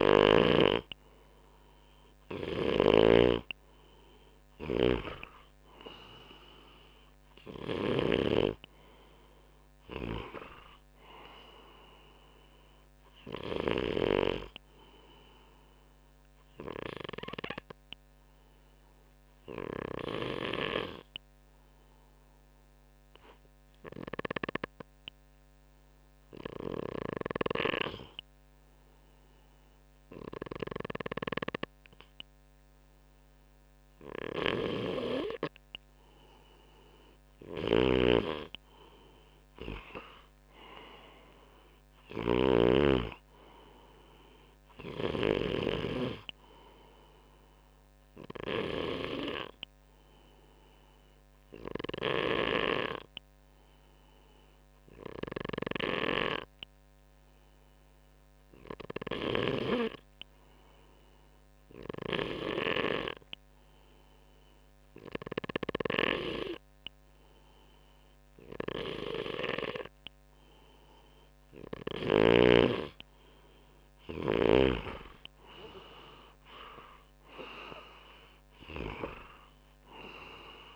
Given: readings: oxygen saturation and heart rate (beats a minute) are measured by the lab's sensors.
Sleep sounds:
breathing in sleep by a microphone on the trachea; 2
0.00-13.50 s: snoring (device-marked)
16.50-34.00 s: obstructive apnea (oxygen 96% before, 94% lowest, heart rate 66 before, 61 extreme, up 5 after)
19.50-27.00 s: snoring (device-marked)
33.50-45.00 s: snoring (device-marked)
39.50-42.50 s: arousal
49.00-71.00 s: hypopnea (oxygen 97% before, 94% lowest, heart rate 67 before, 62 extreme, up 6 after)
51.50-59.00 s: snoring (device-marked)
75.00-79.00 s: arousal
From the record:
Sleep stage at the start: N2 (light sleep); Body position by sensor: on the front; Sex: male

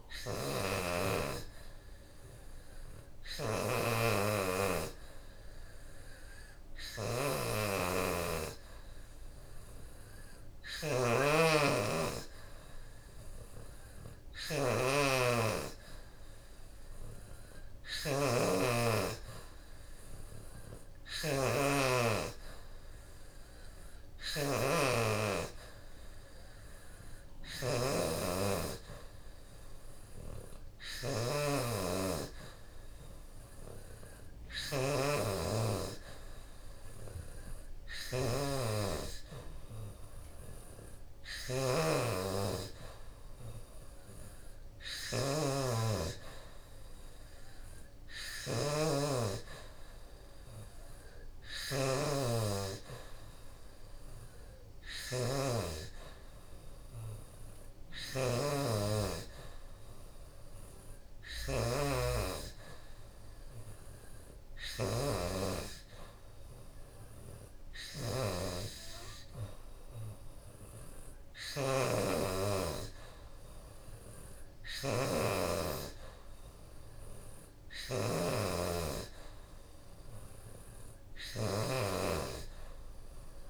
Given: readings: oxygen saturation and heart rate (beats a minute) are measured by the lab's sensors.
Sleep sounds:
breathing in sleep by a room microphone; none
13.00-26.00 s: oxygen desaturation (device-marked, oxygen 84% before, 81% lowest, heart rate 81 before, 79 extreme)
From the record:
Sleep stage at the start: N3 (deep sleep); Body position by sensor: on the back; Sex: female

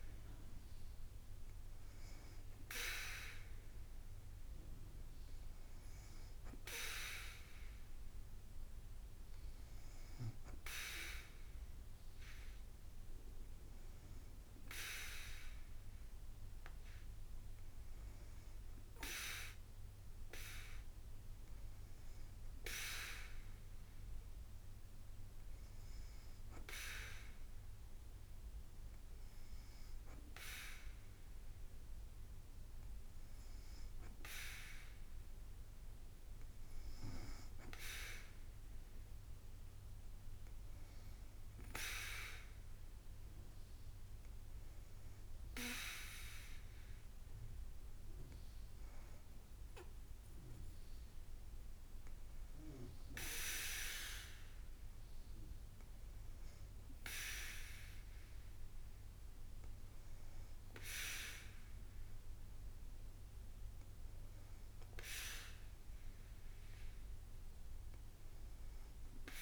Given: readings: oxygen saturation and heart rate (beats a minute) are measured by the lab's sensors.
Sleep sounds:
breathing in sleep by a room microphone; 1
0.00-7.50 s: oxygen desaturation (device-marked, oxygen 93% lowest, heart rate 54 extreme)
24.50-35.50 s: hypopnea (oxygen 96% before, 93% lowest, heart rate 55 before, 55 extreme, up 2 after)
From the record:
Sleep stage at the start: N2 (light sleep); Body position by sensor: on the back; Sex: female

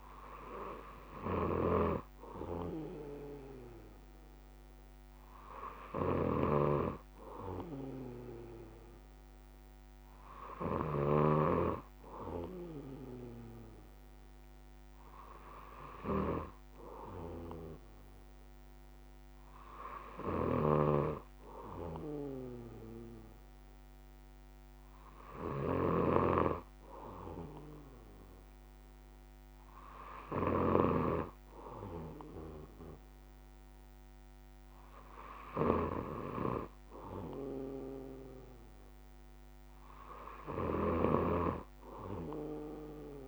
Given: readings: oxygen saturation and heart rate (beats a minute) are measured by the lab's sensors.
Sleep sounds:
breathing in sleep by a microphone on the trachea; none
none scored
From the record:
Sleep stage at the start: N1 (lightest sleep); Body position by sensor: on the back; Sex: male

